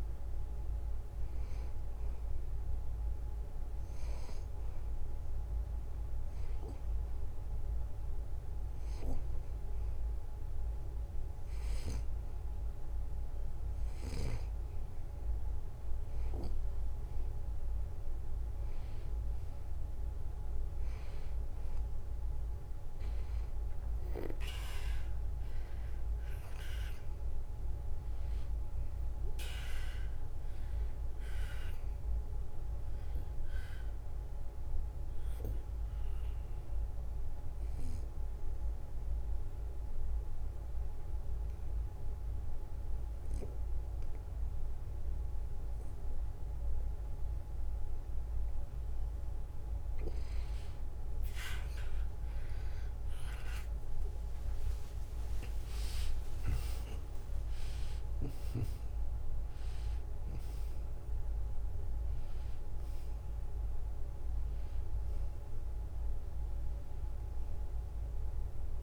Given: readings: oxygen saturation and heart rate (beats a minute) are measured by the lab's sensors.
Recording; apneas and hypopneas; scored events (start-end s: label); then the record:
breathing in sleep by a room microphone; 2
0.00-6.00 s: drop in pulse transit time (device-marked, heart rate 74 extreme)
3.00-14.00 s: hypopnea (oxygen 95% before, 87% lowest, heart rate 86 before, 73 extreme, up 1 after)
18.00-22.50 s: arousal
33.50-49.00 s: obstructive apnea (oxygen 95% before, 87% lowest, heart rate 75 before, 72 extreme, up 1 after)
55.00-60.00 s: arousal
64.00-68.83 s: oxygen desaturation (device-marked, oxygen 94% before, 87% lowest, heart rate 75 before, 71 extreme)
From the record:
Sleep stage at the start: N2 (light sleep); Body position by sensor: on the back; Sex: male